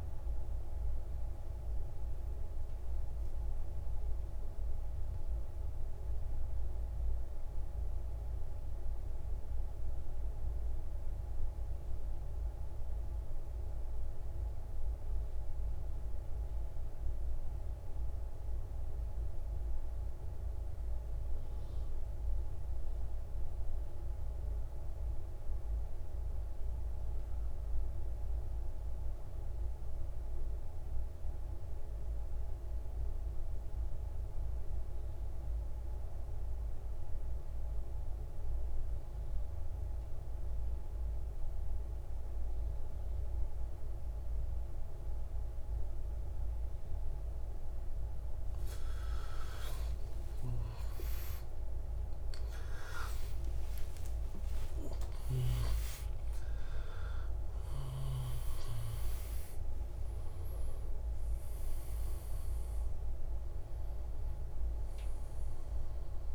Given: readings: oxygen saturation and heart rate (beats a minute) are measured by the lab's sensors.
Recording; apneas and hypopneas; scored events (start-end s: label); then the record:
breathing in sleep, hard to hear, by a room microphone; 1
0.00-12.50 s: oxygen desaturation (device-marked, oxygen 87% lowest, heart rate 57 extreme)
0.50-47.50 s: mixed apnea (oxygen 97% before, 85% lowest, heart rate 64 before, 57 extreme, up 44 after)
34.50-66.35 s: oxygen desaturation (device-marked, oxygen 98% before, 85% lowest, heart rate 62 before, 60 extreme)
50.00-54.50 s: arousal
From the record:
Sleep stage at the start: N2 (light sleep); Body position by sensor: on the right side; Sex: male